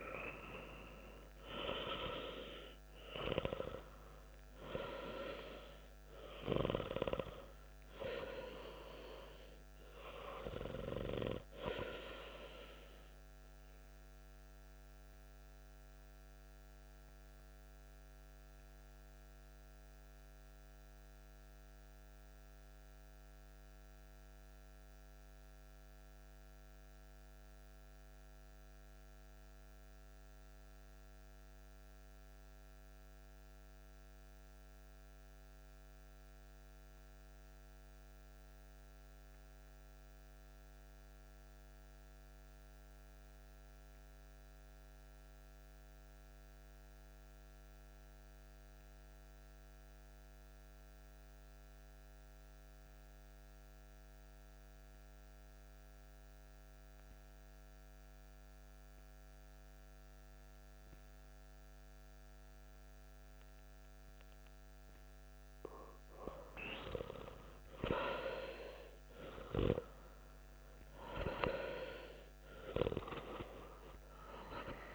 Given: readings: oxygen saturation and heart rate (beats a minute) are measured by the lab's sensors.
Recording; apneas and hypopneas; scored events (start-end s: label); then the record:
breathing in sleep by a microphone on the trachea; 1
0.00-1.00 s: arousal
0.00-22.50 s: oxygen desaturation (device-marked, oxygen 89% lowest)
12.00-63.50 s: mixed apnea (oxygen 96% before, 89% lowest)
46.50-74.95 s: oxygen desaturation (device-marked, oxygen 97% before, 90% lowest)
65.50-71.00 s: arousal
From the record:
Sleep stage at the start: N2 (light sleep); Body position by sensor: on the back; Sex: male